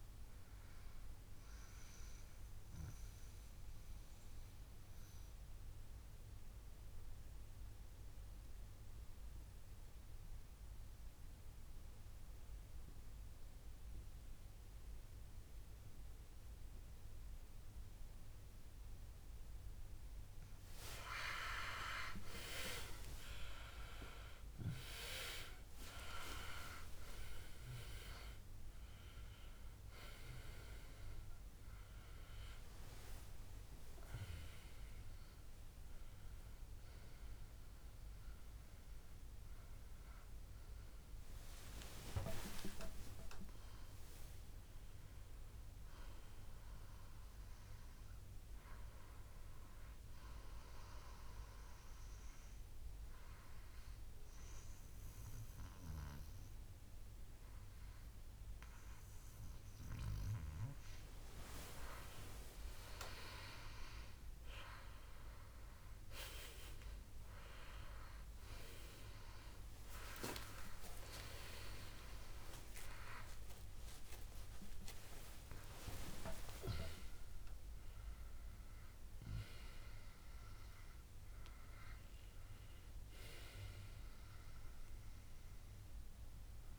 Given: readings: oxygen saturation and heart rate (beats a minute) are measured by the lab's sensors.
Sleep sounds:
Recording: breathing in sleep by a room microphone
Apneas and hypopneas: 2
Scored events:
0.00-10.50 s: oxygen desaturation (device-marked, oxygen 94% lowest, heart rate 58 extreme)
3.00-18.50 s: mixed apnea (oxygen 98% before, 93% lowest, heart rate 74 before, 58 extreme, up 19 after)
22.00-27.00 s: arousal
24.50-52.50 s: oxygen desaturation (device-marked, oxygen 98% before, 93% lowest, heart rate 62 before, 61 extreme)
42.00-47.00 s: arousal
51.00-62.00 s: obstructive apnea (oxygen 97% before, 93% lowest, heart rate 77 before, 61 extreme, up 18 after)
72.00-76.00 s: arousal
From the record:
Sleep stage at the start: N2 (light sleep)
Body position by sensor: on the back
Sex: male

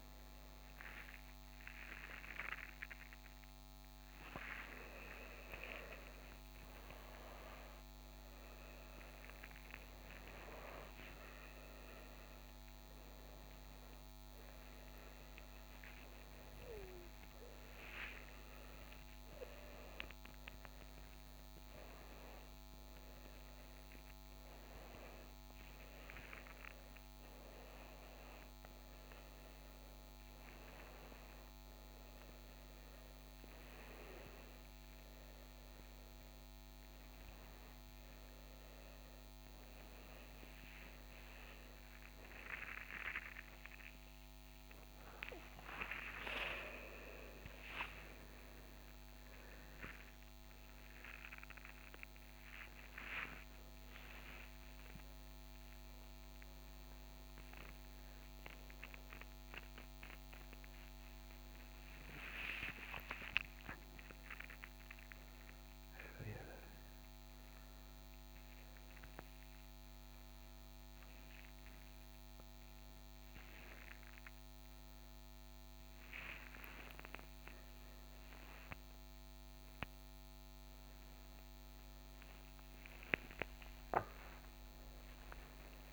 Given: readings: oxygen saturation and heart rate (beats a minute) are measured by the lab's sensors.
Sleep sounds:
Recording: a person awake in a sleep study, by a microphone on the trachea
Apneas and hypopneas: none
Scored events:
58.00-68.00 s: oxygen desaturation (device-marked, oxygen 97% before, 93% lowest, heart rate 105 before, 52 extreme)
From the record:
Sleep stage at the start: awake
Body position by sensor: on the front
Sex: male

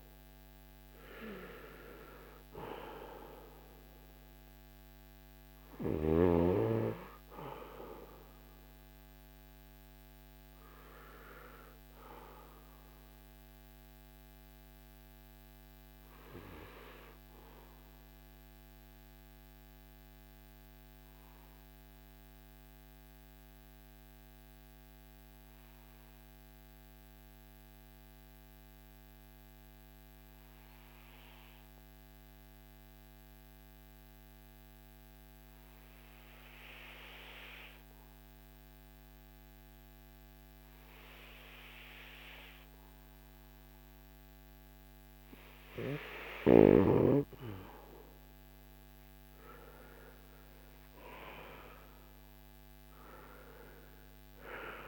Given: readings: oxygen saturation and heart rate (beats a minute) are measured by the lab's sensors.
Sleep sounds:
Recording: breathing in sleep by a microphone on the trachea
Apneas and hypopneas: 1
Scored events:
18.50-47.00 s: mixed apnea (oxygen 97% before, 92% lowest, heart rate 56 before, 46 extreme, up 13 after)
48.50-53.00 s: arousal
From the record:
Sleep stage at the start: N2 (light sleep)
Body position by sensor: on the back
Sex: male

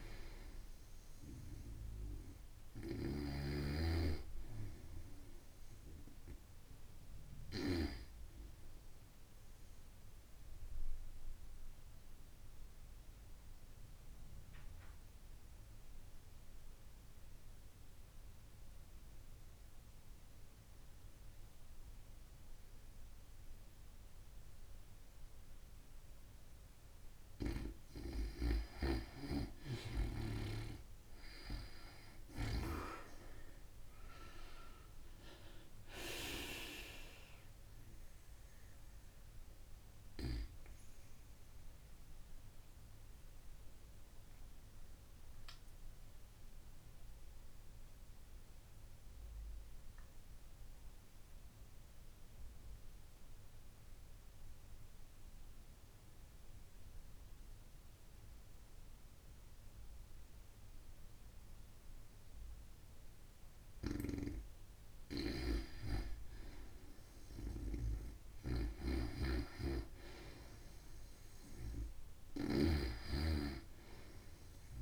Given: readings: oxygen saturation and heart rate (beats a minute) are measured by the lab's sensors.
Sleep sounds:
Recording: breathing in sleep by a room microphone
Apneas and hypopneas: 2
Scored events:
0.00-14.50 s: oxygen desaturation (device-marked, oxygen 92% lowest, heart rate 56 extreme)
2.50-7.50 s: snoring (device-marked)
10.00-26.00 s: obstructive apnea (oxygen 96% before, 90% lowest, heart rate 76 before, 60 extreme, up 18 after)
28.00-31.50 s: arousal
42.00-63.00 s: obstructive apnea (oxygen 95% before, 90% lowest, heart rate 90 before, 53 extreme, up 49 after)
64.50-72.50 s: snoring (device-marked)
65.00-68.00 s: arousal
65.50-74.82 s: oxygen desaturation (device-marked, oxygen 95% before, 90% lowest, heart rate 70 before, 58 extreme)
From the record:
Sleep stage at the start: N2 (light sleep)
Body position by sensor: on the back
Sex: female

